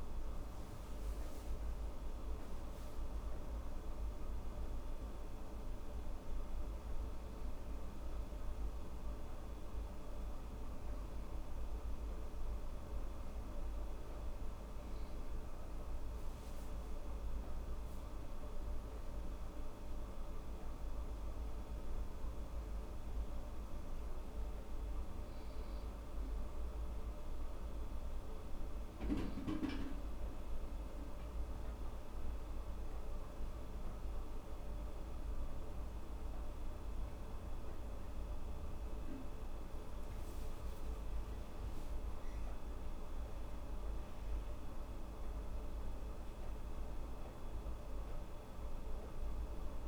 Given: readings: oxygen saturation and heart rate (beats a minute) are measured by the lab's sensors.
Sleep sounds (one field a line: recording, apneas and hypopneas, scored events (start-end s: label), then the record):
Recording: breathing in sleep, hard to hear, by a room microphone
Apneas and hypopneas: none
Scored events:
none scored
From the record:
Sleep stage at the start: N2 (light sleep)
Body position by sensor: on the right side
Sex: female